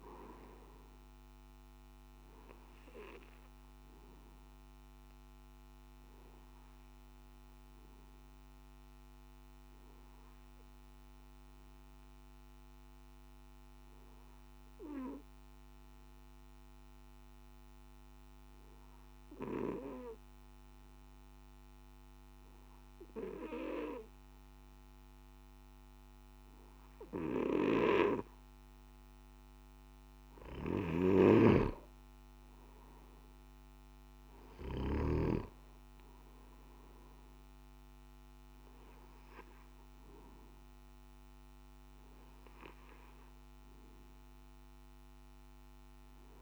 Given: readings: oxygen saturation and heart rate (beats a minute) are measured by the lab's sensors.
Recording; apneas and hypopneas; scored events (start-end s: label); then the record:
breathing in sleep by a microphone on the trachea; 1
0.00-22.00 s: oxygen desaturation (device-marked, oxygen 97% before, 92% lowest, heart rate 54 before, 51 extreme)
9.00-29.00 s: obstructive apnea (oxygen 97% before, 92% lowest, heart rate 55 before, 53 extreme, up 4 after)
30.50-35.00 s: snoring (device-marked)
From the record:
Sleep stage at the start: N2 (light sleep); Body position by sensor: on the back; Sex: male